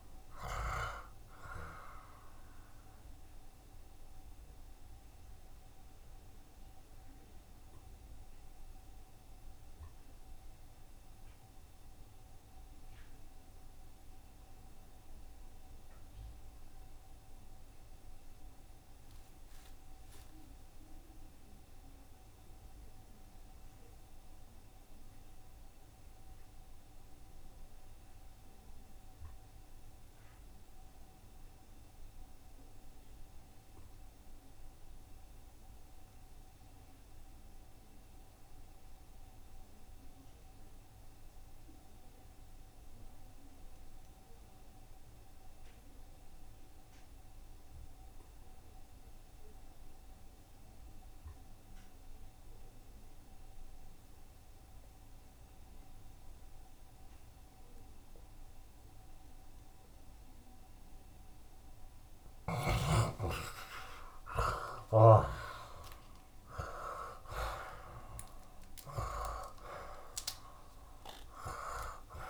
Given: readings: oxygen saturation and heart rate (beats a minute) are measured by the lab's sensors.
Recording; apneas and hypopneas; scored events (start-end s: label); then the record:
breathing in sleep by a room microphone; 1
0.00-26.50 s: oxygen desaturation (device-marked, oxygen 65% lowest, heart rate 67 extreme)
2.50-61.50 s: mixed apnea (oxygen 81% before, 61% lowest, heart rate 94 before, 67 extreme, up 27 after)
20.00-22.00 s: long interval between heartbeats (device-marked, heart rate 73 before, 78 extreme)
24.00-26.00 s: long interval between heartbeats (device-marked, heart rate 73 before, 88 extreme)
32.50-67.50 s: oxygen desaturation (device-marked, oxygen 89% before, 66% lowest, heart rate 76 before, 69 extreme)
43.00-45.00 s: long interval between heartbeats (device-marked, heart rate 76 before, 82 extreme)
54.00-56.00 s: long interval between heartbeats (device-marked, heart rate 76 before, 82 extreme)
59.50-65.50 s: tachycardia (device-marked, heart rate 73 before, 105 extreme)
61.00-63.00 s: long interval between heartbeats (device-marked, heart rate 80 before, 84 extreme)
63.00-65.00 s: long interval between heartbeats (device-marked, heart rate 81 before, 101 extreme)
63.50-70.00 s: arousal
67.50-69.50 s: long interval between heartbeats (device-marked, heart rate 87 before, 90 extreme)
68.50-70.50 s: tachycardia (device-marked, heart rate 74 before, 98 extreme)
69.50-71.50 s: long interval between heartbeats (device-marked, heart rate 88 before, 98 extreme)
From the record:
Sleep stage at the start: N2 (light sleep); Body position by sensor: on the back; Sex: male